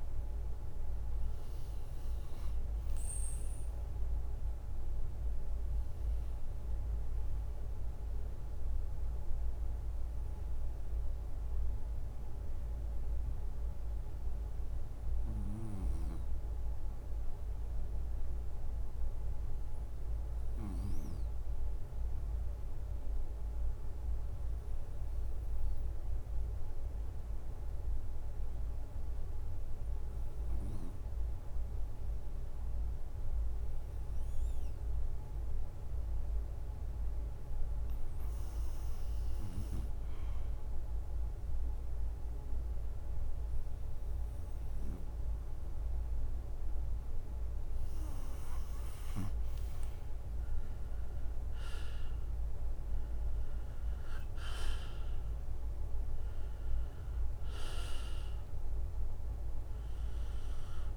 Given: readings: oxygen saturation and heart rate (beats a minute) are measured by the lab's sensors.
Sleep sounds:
breathing in sleep by a room microphone; 1
3.50-6.50 s: arousal
11.50-36.00 s: obstructive apnea (oxygen 94% before, 87% lowest, heart rate 67 before, 64 extreme, up 5 after)
30.00-60.97 s: oxygen desaturation (device-marked, oxygen 96% before, 87% lowest, heart rate 65 before, 63 extreme)
37.50-40.00 s: arousal
52.00-60.97 s: drop in pulse transit time (device-marked, heart rate 66 before, 68 extreme)
From the record:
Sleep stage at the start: N2 (light sleep); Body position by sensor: on the right side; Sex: male

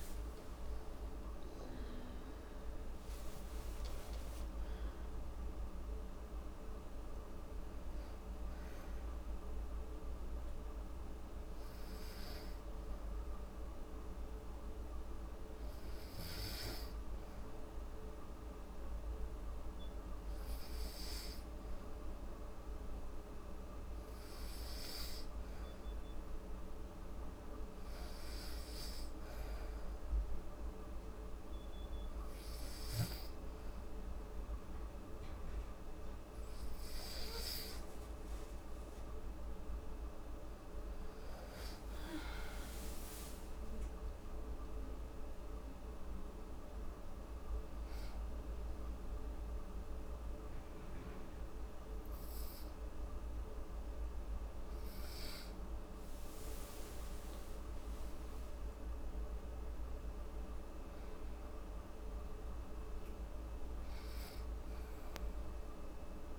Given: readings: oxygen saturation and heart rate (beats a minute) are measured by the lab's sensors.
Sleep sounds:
breathing in sleep, hard to hear, by a room microphone; 1
0.00-4.50 s: arousal
9.00-36.50 s: hypopnea (oxygen 96% before, 93% lowest, heart rate 78 before, 67 extreme, up 11 after)
29.50-46.50 s: oxygen desaturation (device-marked, oxygen 97% before, 94% lowest, heart rate 70 before, 67 extreme)
39.00-44.00 s: arousal
From the record:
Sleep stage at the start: N2 (light sleep); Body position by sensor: on the back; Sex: female

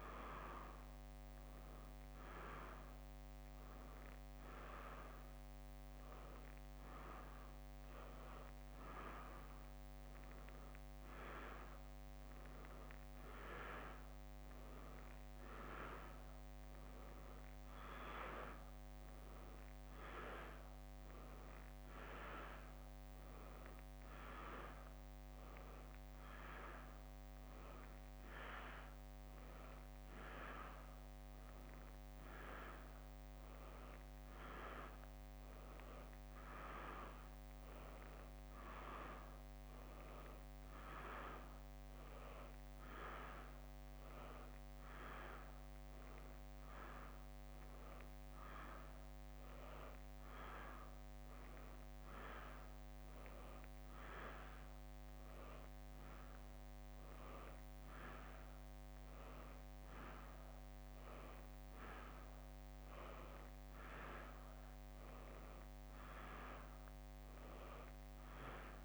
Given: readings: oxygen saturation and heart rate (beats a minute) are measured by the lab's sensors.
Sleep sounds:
a person awake in a sleep study, by a microphone on the trachea; none
44.50-68.85 s: new sleep stage, N2 (light sleep)
From the record:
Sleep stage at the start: awake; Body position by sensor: on the back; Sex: female

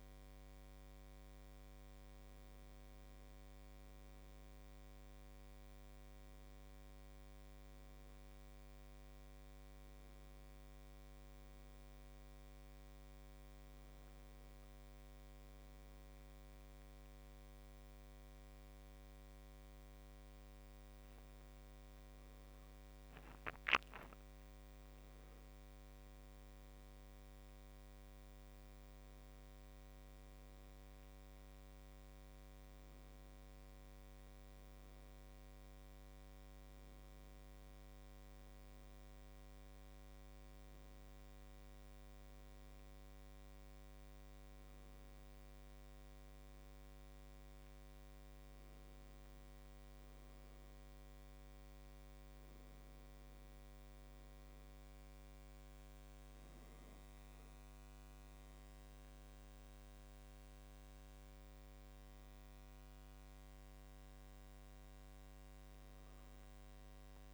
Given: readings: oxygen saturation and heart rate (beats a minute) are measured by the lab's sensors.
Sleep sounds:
a person awake in a sleep study, hard to hear, by a microphone on the trachea; none
none scored
From the record:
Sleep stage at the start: awake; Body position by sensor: on the back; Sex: male

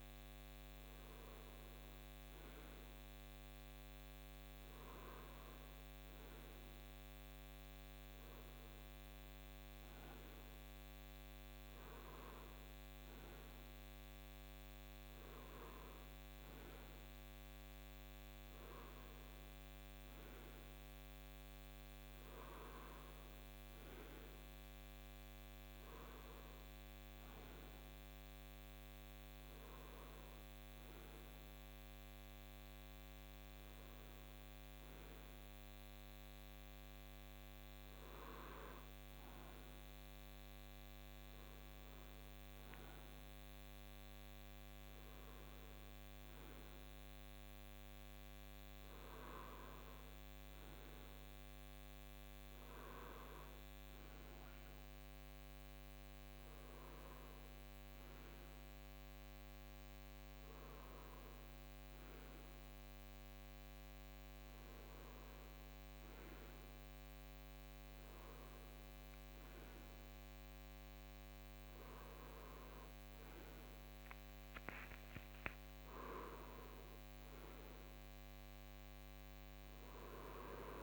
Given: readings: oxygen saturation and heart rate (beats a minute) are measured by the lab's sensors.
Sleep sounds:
breathing in sleep, hard to hear, by a microphone on the trachea; none
74.00-80.83 s: new sleep stage, awake
From the record:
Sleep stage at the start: REM sleep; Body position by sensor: on the right side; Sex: male

